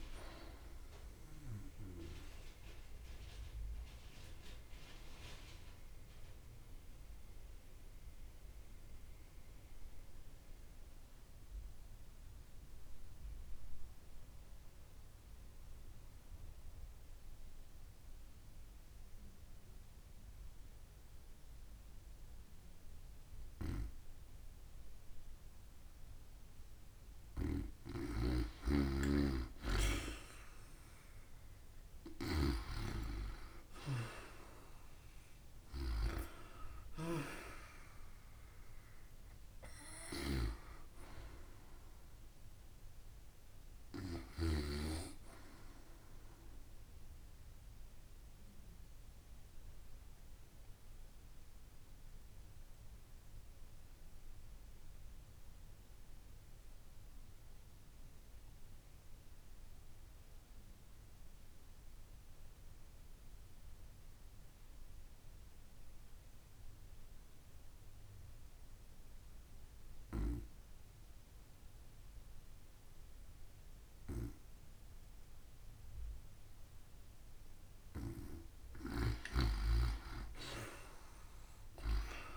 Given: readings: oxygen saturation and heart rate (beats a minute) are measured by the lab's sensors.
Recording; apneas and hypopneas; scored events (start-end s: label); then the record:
breathing in sleep by a room microphone; 2
0.00-6.00 s: oxygen desaturation (device-marked, oxygen 86% lowest, heart rate 52 extreme)
3.00-26.50 s: obstructive apnea (oxygen 94% before, 88% lowest, heart rate 65 before, 52 extreme, up 21 after)
26.00-35.00 s: oxygen desaturation (device-marked, oxygen 96% before, 89% lowest, heart rate 57 before, 52 extreme)
27.50-32.00 s: snoring (device-marked)
29.00-33.50 s: arousal
47.50-77.00 s: obstructive apnea (oxygen 96% before, 85% lowest, heart rate 62 before, 48 extreme, up 23 after)
62.00-79.00 s: oxygen desaturation (device-marked, oxygen 94% before, 88% lowest, heart rate 54 before, 48 extreme)
80.00-82.37 s: arousal
From the record:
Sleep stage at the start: N2 (light sleep); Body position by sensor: on the back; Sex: female